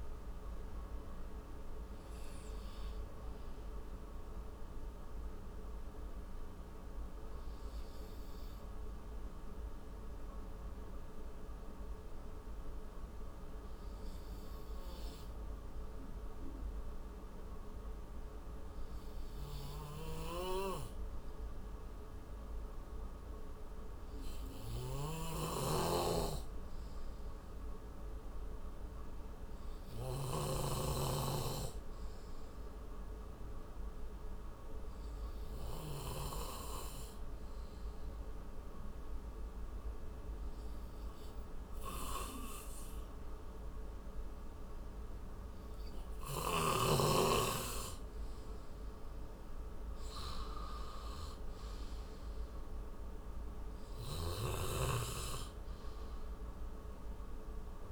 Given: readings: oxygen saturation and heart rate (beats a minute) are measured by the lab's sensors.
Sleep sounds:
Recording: breathing in sleep by a room microphone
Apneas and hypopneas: 1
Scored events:
10.50-42.50 s: hypopnea (oxygen 95% before, 91% lowest, heart rate 75 before, 38 extreme, up 31 after)
25.00-31.50 s: snoring (device-marked)
34.50-47.50 s: oxygen desaturation (device-marked, oxygen 99% before, 93% lowest, heart rate 52 before, 43 extreme)
50.50-54.00 s: arousal
From the record:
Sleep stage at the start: N2 (light sleep)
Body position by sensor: on the right side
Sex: male

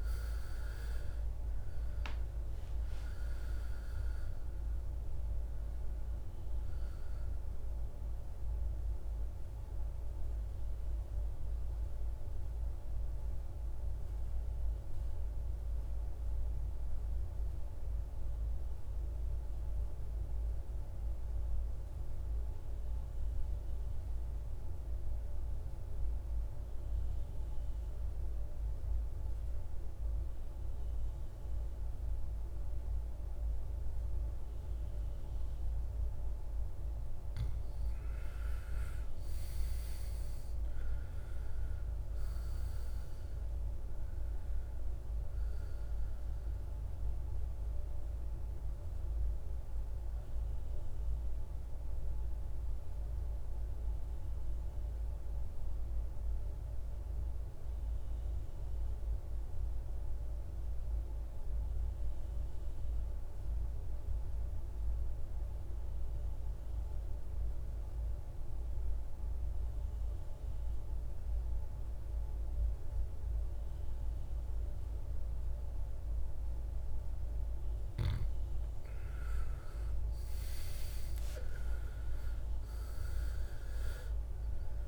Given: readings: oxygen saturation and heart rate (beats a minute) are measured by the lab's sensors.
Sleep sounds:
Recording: breathing in sleep, hard to hear, by a room microphone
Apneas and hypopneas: 2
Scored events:
0.00-21.00 s: oxygen desaturation (device-marked, oxygen 82% lowest, heart rate 52 extreme)
9.50-36.50 s: mixed apnea (oxygen 98% before, 82% lowest, heart rate 66 before, 52 extreme, up 18 after)
37.00-61.00 s: oxygen desaturation (device-marked, oxygen 99% before, 86% lowest, heart rate 54 before, 54 extreme)
38.50-44.00 s: arousal
58.00-77.00 s: mixed apnea (oxygen 98% before, 83% lowest, heart rate 63 before, 55 extreme, up 15 after)
74.00-84.88 s: oxygen desaturation (device-marked, oxygen 98% before, 84% lowest, heart rate 56 before, 55 extreme)
78.50-83.00 s: arousal
From the record:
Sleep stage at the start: N2 (light sleep)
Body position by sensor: on the back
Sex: male

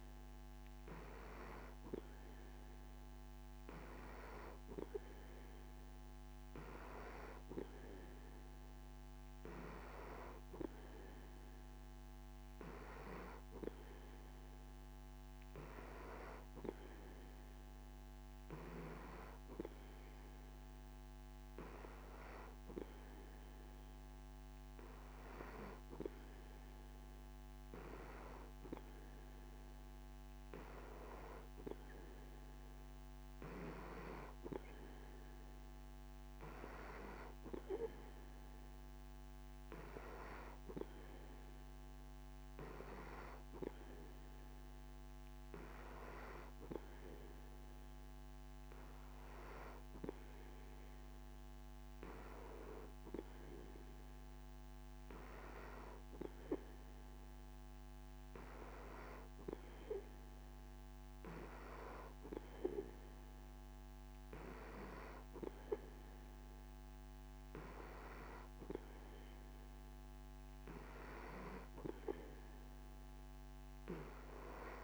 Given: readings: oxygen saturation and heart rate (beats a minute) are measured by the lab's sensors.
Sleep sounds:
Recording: breathing in sleep by a microphone on the trachea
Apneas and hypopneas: none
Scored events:
none scored
From the record:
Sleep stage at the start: N3 (deep sleep)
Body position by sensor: on the back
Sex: male

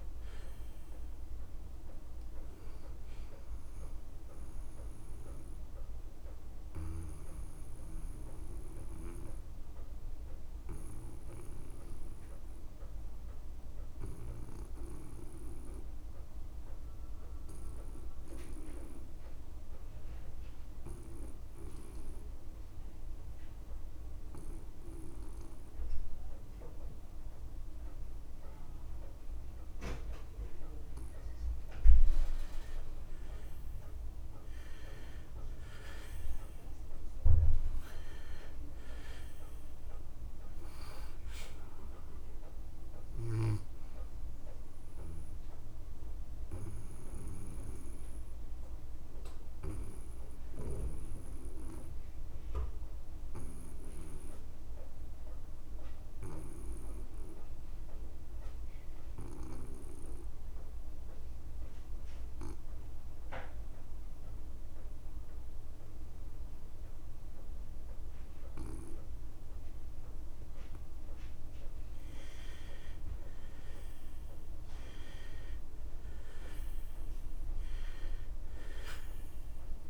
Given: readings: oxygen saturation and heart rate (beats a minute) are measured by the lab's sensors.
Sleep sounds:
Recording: breathing in sleep by a room microphone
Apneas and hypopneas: 2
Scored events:
0.00-22.00 s: oxygen desaturation (device-marked, oxygen 77% lowest)
7.00-32.50 s: obstructive apnea (oxygen 97% before, 77% lowest)
33.00-62.00 s: oxygen desaturation (device-marked, oxygen 99% before, 85% lowest)
34.00-37.50 s: arousal
45.00-71.50 s: obstructive apnea (oxygen 99% before, 83% lowest)
70.00-79.90 s: oxygen desaturation (device-marked, oxygen 98% before, 83% lowest)
73.00-76.50 s: arousal
From the record:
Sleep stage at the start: N2 (light sleep)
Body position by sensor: on the back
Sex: male

